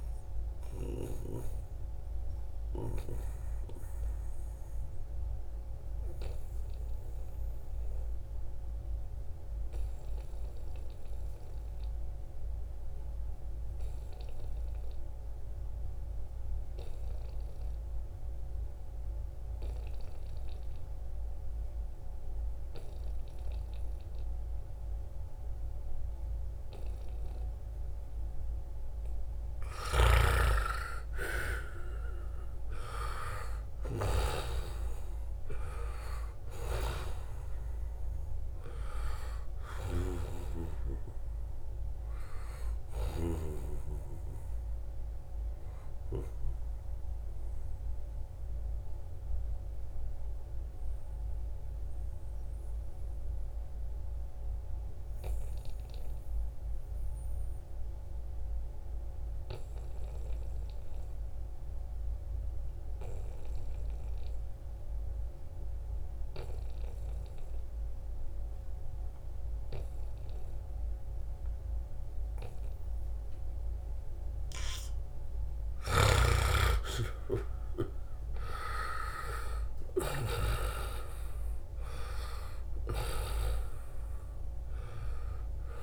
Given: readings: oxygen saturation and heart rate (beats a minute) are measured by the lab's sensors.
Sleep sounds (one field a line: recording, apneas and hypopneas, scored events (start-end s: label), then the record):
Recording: breathing in sleep by a room microphone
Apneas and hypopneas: 2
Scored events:
0.00-5.50 s: oxygen desaturation (device-marked, oxygen 91% lowest, heart rate 69 extreme)
1.00-29.00 s: obstructive apnea (oxygen 96% before, 89% lowest, heart rate 77 before, 69 extreme, up 4 after)
24.50-52.50 s: oxygen desaturation (device-marked, oxygen 97% before, 89% lowest, heart rate 75 before, 69 extreme)
29.50-34.00 s: snoring (device-marked)
30.50-35.50 s: arousal
46.50-74.50 s: mixed apnea (oxygen 97% before, 88% lowest, heart rate 74 before, 69 extreme, up 5 after)
68.50-85.83 s: oxygen desaturation (device-marked, oxygen 98% before, 88% lowest, heart rate 72 before, 69 extreme)
75.50-80.00 s: snoring (device-marked)
76.50-81.00 s: arousal
From the record:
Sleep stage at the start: N2 (light sleep)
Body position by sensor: on the right side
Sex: male